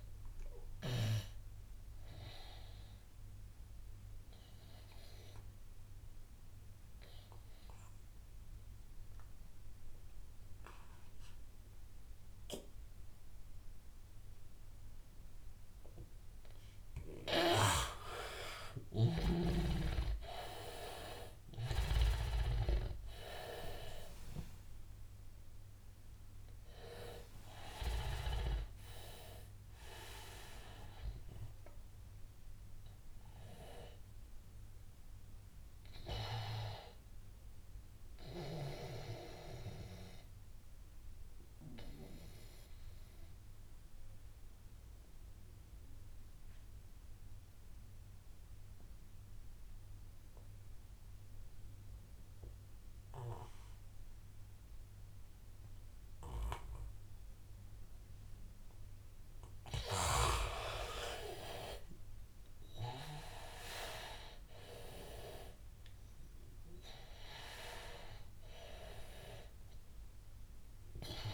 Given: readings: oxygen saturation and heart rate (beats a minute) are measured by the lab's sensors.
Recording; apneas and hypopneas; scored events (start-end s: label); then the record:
breathing in sleep by a room microphone; 2
0.00-11.50 s: oxygen desaturation (device-marked, oxygen 87% lowest, heart rate 91 extreme)
1.00-17.00 s: obstructive apnea (oxygen 98% before, 86% lowest, heart rate 94 before, 88 extreme, up 1 after)
19.00-23.00 s: arousal
22.50-41.50 s: oxygen desaturation (device-marked, oxygen 99% before, 86% lowest, heart rate 93 before, 85 extreme)
39.00-59.00 s: obstructive apnea (oxygen 99% before, 83% lowest, heart rate 93 before, 85 extreme, up 6 after)
59.50-71.34 s: oxygen desaturation (device-marked, oxygen 99% before, 85% lowest, heart rate 86 before, 89 extreme)
62.00-67.50 s: arousal
From the record:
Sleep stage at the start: N2 (light sleep); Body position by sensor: on the back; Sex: male